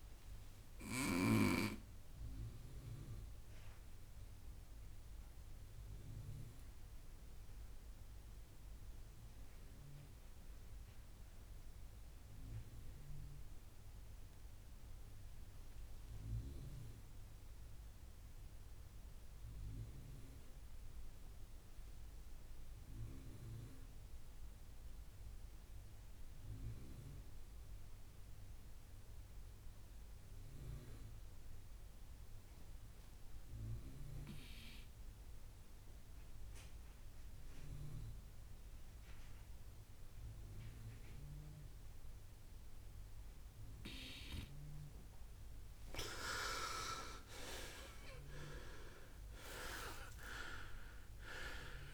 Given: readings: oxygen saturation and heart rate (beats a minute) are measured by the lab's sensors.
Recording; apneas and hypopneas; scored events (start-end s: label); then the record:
breathing in sleep by a room microphone; 1
0.00-14.50 s: oxygen desaturation (device-marked, oxygen 85% lowest, heart rate 62 extreme)
4.00-44.50 s: mixed apnea (oxygen 97% before, 84% lowest, heart rate 75 before, 62 extreme, up 12 after)
23.00-25.00 s: long interval between heartbeats (device-marked, heart rate 66 before, 69 extreme)
36.50-51.94 s: oxygen desaturation (device-marked, oxygen 97% before, 84% lowest, heart rate 69 before, 59 extreme)
43.00-45.00 s: long interval between heartbeats (device-marked, heart rate 70 before, 69 extreme)
47.00-50.50 s: arousal
From the record:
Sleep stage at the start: N2 (light sleep); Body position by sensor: on the right side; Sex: male